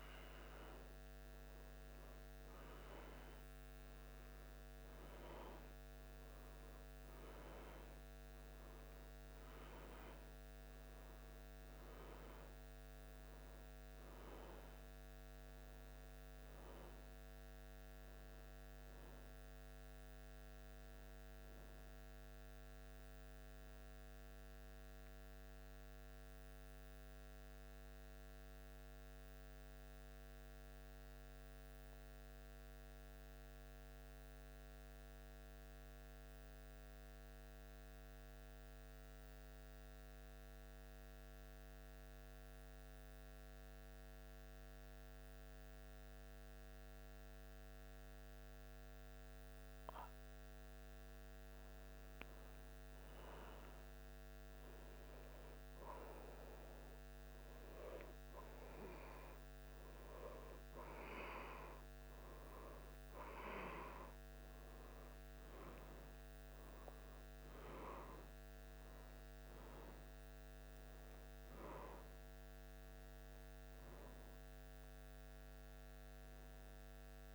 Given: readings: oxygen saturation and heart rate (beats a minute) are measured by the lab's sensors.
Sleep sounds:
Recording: breathing in sleep by a microphone on the trachea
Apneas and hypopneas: 1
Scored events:
0.00-2.50 s: arousal
0.00-5.50 s: oxygen desaturation (device-marked, oxygen 92% lowest, heart rate 71 extreme)
24.00-50.00 s: central apnea (oxygen 98% before, 93% lowest, heart rate 76 before, 73 extreme, up 2 after)
52.00-56.50 s: arousal
From the record:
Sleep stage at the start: N2 (light sleep)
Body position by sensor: on the back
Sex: male

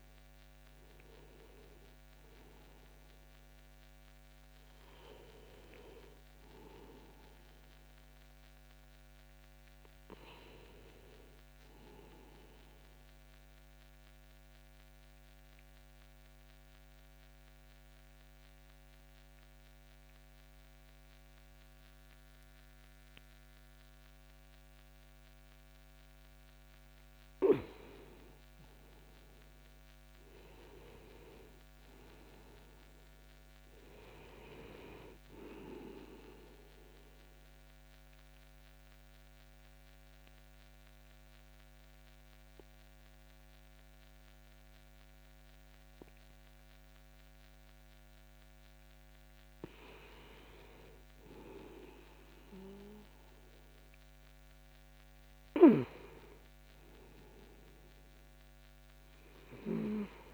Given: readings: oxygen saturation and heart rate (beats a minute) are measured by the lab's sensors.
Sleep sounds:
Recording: breathing in sleep by a microphone on the trachea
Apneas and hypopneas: 2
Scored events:
0.00-17.50 s: oxygen desaturation (device-marked, oxygen 94% lowest)
12.50-27.50 s: obstructive apnea (oxygen 97% before, 93% lowest, heart rate 47 before, 28 extreme, up 14 after)
28.50-32.00 s: arousal
33.50-51.50 s: oxygen desaturation (device-marked, oxygen 98% before, 93% lowest, heart rate 55 before, 28 extreme)
36.50-49.00 s: obstructive apnea (oxygen 98% before, 92% lowest, heart rate 55 before, 30 extreme, up 28 after)
51.00-54.50 s: arousal
From the record:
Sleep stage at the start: N2 (light sleep)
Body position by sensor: on the back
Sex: male

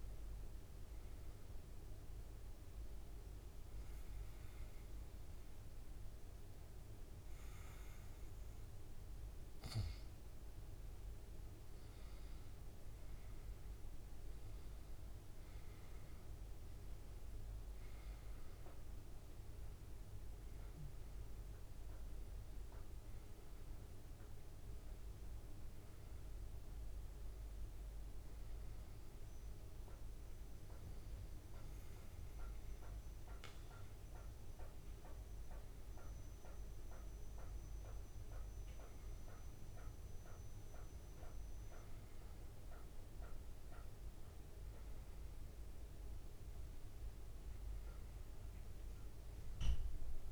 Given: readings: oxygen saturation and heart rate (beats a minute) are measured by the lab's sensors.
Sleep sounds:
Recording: breathing in sleep, hard to hear, by a room microphone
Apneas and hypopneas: 2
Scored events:
1.00-11.00 s: hypopnea (oxygen 93% before, 89% lowest, heart rate 120 before, 76 extreme)
13.00-16.50 s: arousal
23.50-36.50 s: oxygen desaturation (device-marked, oxygen 93% before, 89% lowest, heart rate 115 before, 78 extreme)
26.50-36.50 s: hypopnea (oxygen 93% before, 89% lowest, heart rate 120 before, 78 extreme, up 41 after)
38.50-42.00 s: arousal
From the record:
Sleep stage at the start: N2 (light sleep)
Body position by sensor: on the back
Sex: male

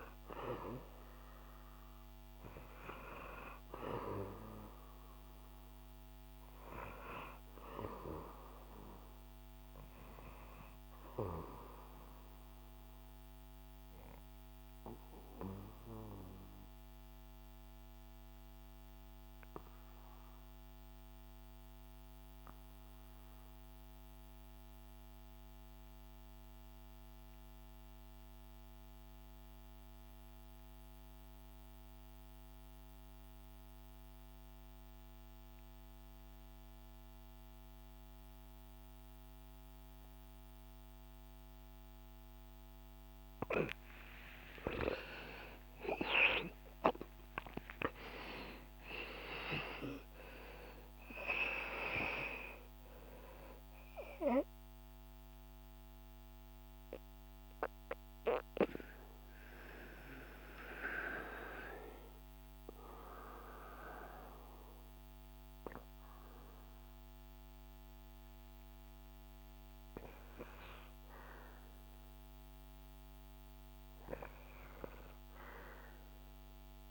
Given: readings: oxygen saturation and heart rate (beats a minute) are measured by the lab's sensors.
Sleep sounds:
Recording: breathing in sleep by a microphone on the trachea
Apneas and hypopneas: 2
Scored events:
7.00-76.91 s: new sleep stage, N2 (light sleep)
9.50-41.00 s: obstructive apnea (oxygen 98% before, 86% lowest, heart rate 75 before, 60 extreme, up 19 after)
43.50-48.00 s: arousal
44.00-72.00 s: oxygen desaturation (device-marked, oxygen 98% before, 86% lowest, heart rate 64 before, 75 extreme)
53.50-69.50 s: mixed apnea (oxygen 98% before, 86% lowest, heart rate 69 before, 75 extreme, up 5 after)
71.50-76.50 s: arousal
From the record:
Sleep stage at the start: N1 (lightest sleep)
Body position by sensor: on the back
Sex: male

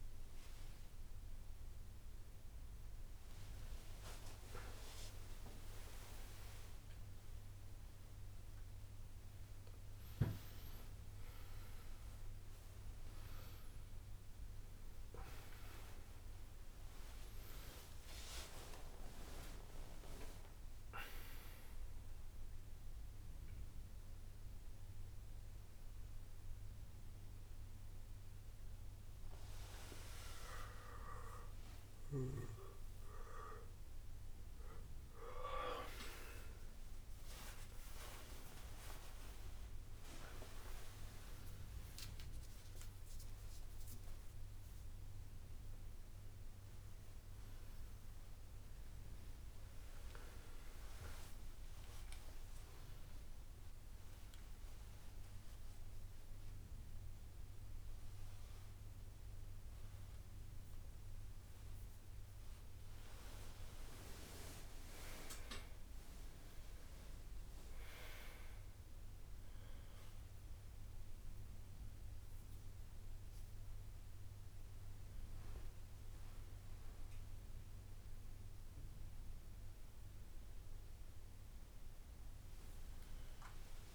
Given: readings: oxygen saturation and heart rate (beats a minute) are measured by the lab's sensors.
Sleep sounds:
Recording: a person awake in a sleep study, by a room microphone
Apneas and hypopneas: none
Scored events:
0.00-2.00 s: long interval between heartbeats (device-marked, heart rate 74 before, 79 extreme)
0.00-5.50 s: drop in pulse transit time (device-marked, heart rate 67 extreme)
3.50-8.50 s: tachycardia (device-marked, heart rate 69 before, 107 extreme)
4.00-6.00 s: long interval between heartbeats (device-marked, heart rate 75 before, 76 extreme)
6.50-8.50 s: long interval between heartbeats (device-marked, heart rate 77 before, 101 extreme)
10.50-12.50 s: long interval between heartbeats (device-marked, heart rate 85 before, 88 extreme)
16.50-18.50 s: long interval between heartbeats (device-marked, heart rate 86 before, 74 extreme)
18.50-25.50 s: drop in pulse transit time (device-marked, heart rate 86 before, 76 extreme)
36.50-47.50 s: drop in pulse transit time (device-marked, heart rate 73 before, 67 extreme)
38.00-40.00 s: long interval between heartbeats (device-marked, heart rate 73 before, 81 extreme)
40.50-57.50 s: oxygen desaturation (device-marked, oxygen 99% before, 93% lowest, heart rate 74 before, 66 extreme)
74.50-83.94 s: oxygen desaturation (device-marked, oxygen 97% before, 94% lowest, heart rate 70 before, 67 extreme)
From the record:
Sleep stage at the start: awake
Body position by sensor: on the back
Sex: male

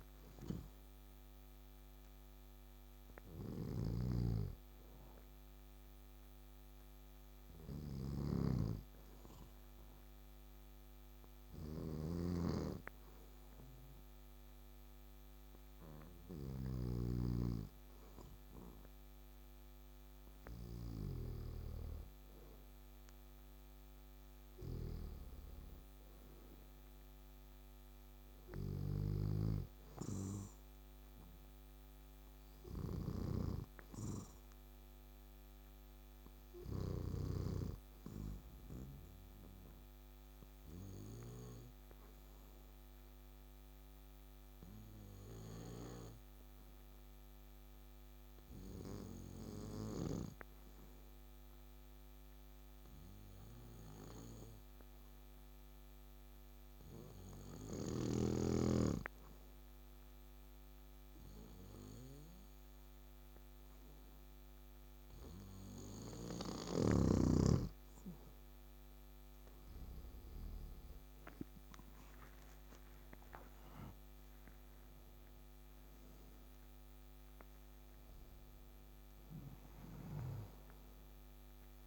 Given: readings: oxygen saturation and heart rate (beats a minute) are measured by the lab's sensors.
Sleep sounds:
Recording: breathing in sleep by a microphone on the trachea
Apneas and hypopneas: 2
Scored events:
0.00-37.00 s: snoring (device-marked)
4.50-18.00 s: obstructive apnea (oxygen 98% before, 94% lowest, heart rate 68 before, 61 extreme, up 5 after)
20.50-25.00 s: arousal
38.00-66.50 s: obstructive apnea (oxygen 99% before, 93% lowest, heart rate 66 before, 60 extreme, up 9 after)
59.00-81.87 s: oxygen desaturation (device-marked, oxygen 99% before, 93% lowest, heart rate 64 before, 58 extreme)
66.00-70.50 s: snoring (device-marked)
69.00-73.50 s: arousal
From the record:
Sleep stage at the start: N2 (light sleep)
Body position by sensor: on the back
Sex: male

